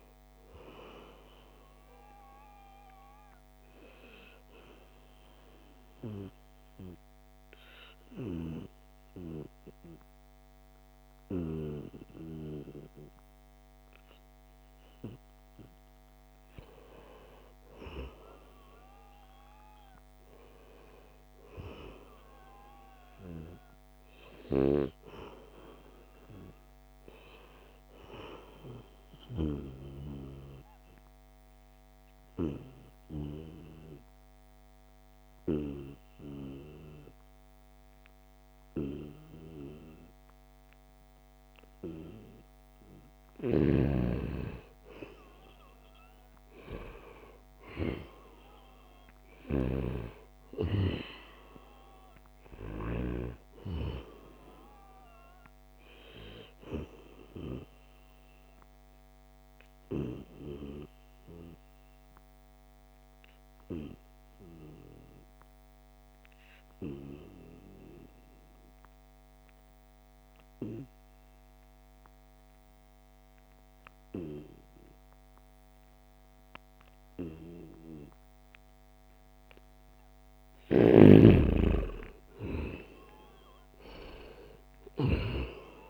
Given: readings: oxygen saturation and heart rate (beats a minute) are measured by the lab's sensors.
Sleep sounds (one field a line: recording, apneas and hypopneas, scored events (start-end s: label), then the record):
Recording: breathing in sleep by a microphone on the trachea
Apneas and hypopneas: 3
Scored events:
0.00-16.00 s: oxygen desaturation (device-marked, oxygen 88% lowest, heart rate 71 extreme)
5.50-16.50 s: obstructive apnea (oxygen 97% before, 88% lowest, heart rate 75 before, 76 extreme, up 1 after)
17.50-22.00 s: arousal
28.50-41.00 s: obstructive apnea (oxygen 97% before, 89% lowest, heart rate 78 before, 74 extreme, up 0 after)
43.50-47.50 s: arousal
46.00-69.00 s: oxygen desaturation (device-marked, oxygen 96% before, 92% lowest, heart rate 80 before, 70 extreme)
56.50-80.00 s: obstructive apnea (oxygen 96% before, 89% lowest, heart rate 76 before, 70 extreme, up 5 after)
81.00-85.90 s: oxygen desaturation (device-marked, oxygen 96% before, 89% lowest, heart rate 74 before, 75 extreme)
81.50-85.00 s: arousal
From the record:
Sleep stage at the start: N2 (light sleep)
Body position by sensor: on the right side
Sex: male